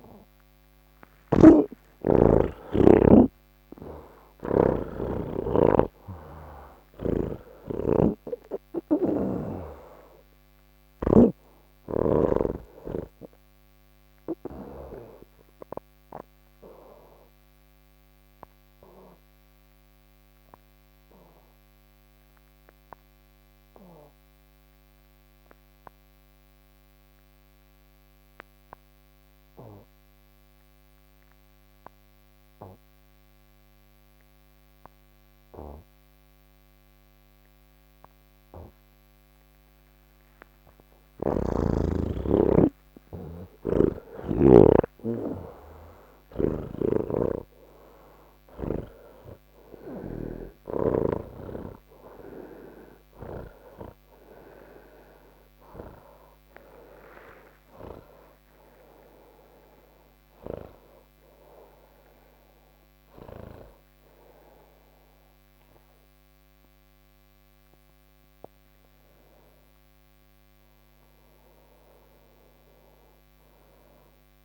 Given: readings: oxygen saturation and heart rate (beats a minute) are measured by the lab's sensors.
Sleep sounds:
breathing in sleep by a microphone on the trachea; none
0.00-31.50 s: oxygen desaturation (device-marked, oxygen 84% lowest, heart rate 69 extreme)
0.50-4.50 s: snoring (device-marked)
6.50-11.00 s: snoring (device-marked)
40.50-46.50 s: oxygen desaturation (device-marked, oxygen 98% before, 93% lowest, heart rate 71 before, 78 extreme)
51.50-71.50 s: oxygen desaturation (device-marked, oxygen 95% before, 84% lowest)
From the record:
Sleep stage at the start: N3 (deep sleep); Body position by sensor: on the back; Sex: male

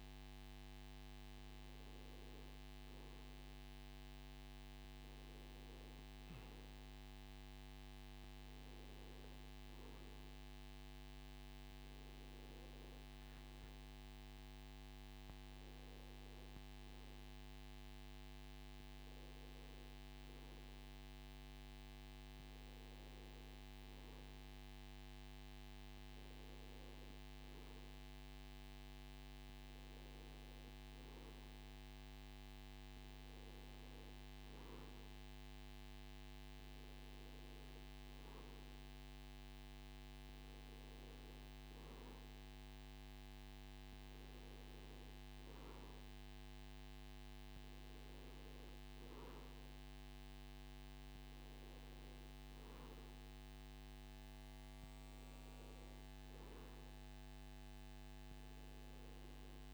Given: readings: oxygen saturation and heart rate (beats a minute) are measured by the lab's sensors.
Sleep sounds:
breathing in sleep, hard to hear, by a microphone on the trachea; none
none scored
From the record:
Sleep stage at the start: N2 (light sleep); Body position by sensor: on the back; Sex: male

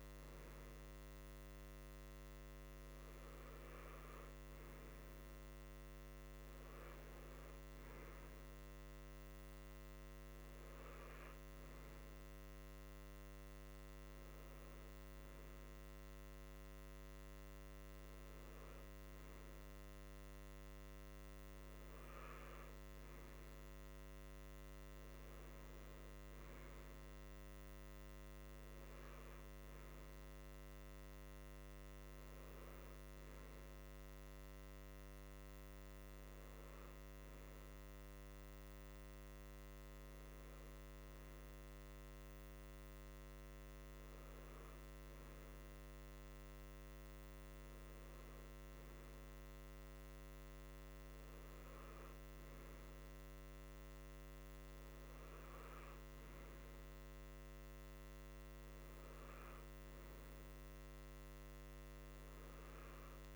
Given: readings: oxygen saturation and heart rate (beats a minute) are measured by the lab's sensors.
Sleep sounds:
breathing in sleep, hard to hear, by a microphone on the trachea; none
none scored
From the record:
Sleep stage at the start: N2 (light sleep); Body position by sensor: on the right side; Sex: male

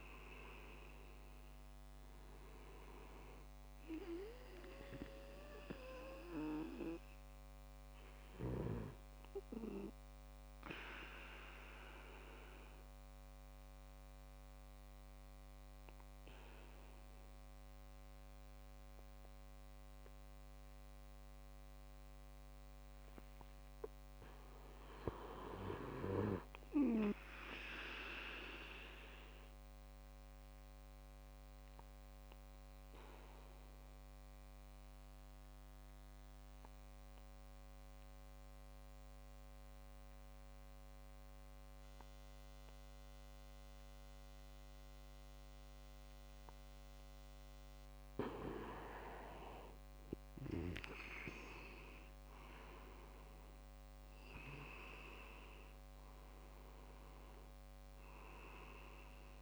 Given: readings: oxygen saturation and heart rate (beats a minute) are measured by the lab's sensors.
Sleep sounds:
breathing in sleep by a microphone on the trachea; 2
4.00-21.00 s: oxygen desaturation (device-marked, oxygen 96% before, 92% lowest)
9.00-24.00 s: obstructive apnea (oxygen 97% before, 90% lowest)
31.50-47.50 s: obstructive apnea (oxygen 97% before, 90% lowest)
38.00-47.00 s: oxygen desaturation (device-marked, oxygen 97% before, 94% lowest)
49.50-53.00 s: arousal
57.00-59.42 s: oxygen desaturation (device-marked, oxygen 96% before, 90% lowest)
From the record:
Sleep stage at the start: N2 (light sleep); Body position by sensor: on the back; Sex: male

